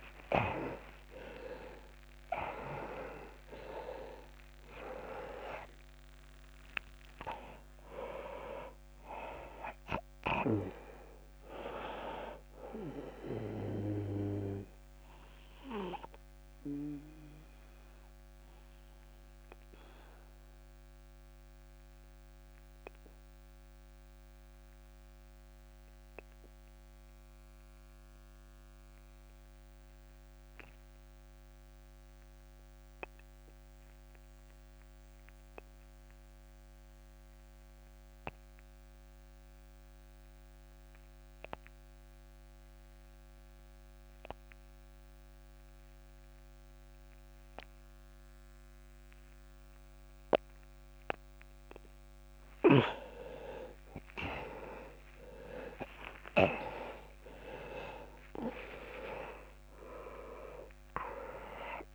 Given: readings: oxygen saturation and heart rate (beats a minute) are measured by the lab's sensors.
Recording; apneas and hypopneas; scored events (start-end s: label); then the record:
breathing in sleep by a microphone on the trachea; 1
0.00-3.50 s: arousal
0.00-30.00 s: oxygen desaturation (device-marked, oxygen 87% lowest)
14.50-51.00 s: obstructive apnea (oxygen 99% before, 86% lowest)
50.00-61.95 s: oxygen desaturation (device-marked, oxygen 99% before, 86% lowest)
54.00-58.50 s: arousal
From the record:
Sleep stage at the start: N2 (light sleep); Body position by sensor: on the back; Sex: male